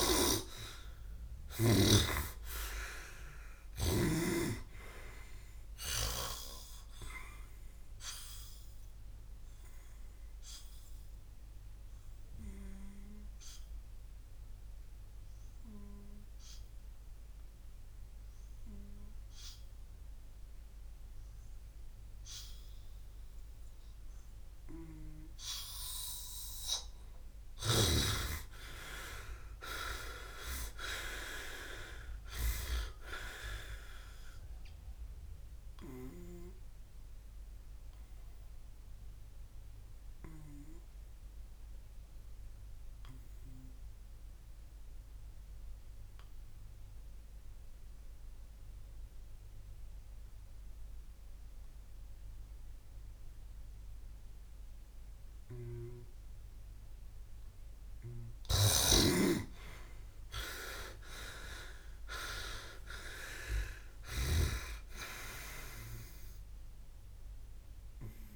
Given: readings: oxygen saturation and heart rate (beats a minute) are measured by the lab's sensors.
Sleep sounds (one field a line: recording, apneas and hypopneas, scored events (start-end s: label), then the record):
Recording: breathing in sleep by a room microphone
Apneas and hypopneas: 2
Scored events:
0.00-2.00 s: snoring (device-marked)
0.00-3.50 s: oxygen desaturation (device-marked, oxygen 88% lowest, heart rate 57 extreme)
1.00-6.00 s: arousal
12.00-25.00 s: obstructive apnea (oxygen 99% before, 89% lowest, heart rate 66 before, 58 extreme, up 22 after)
29.50-34.00 s: arousal
41.00-57.00 s: obstructive apnea (oxygen 98% before, 89% lowest, heart rate 66 before, 58 extreme, up 19 after)
58.50-64.50 s: snoring (device-marked)
60.50-64.50 s: arousal
From the record:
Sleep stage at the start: N2 (light sleep)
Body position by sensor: on the back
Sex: male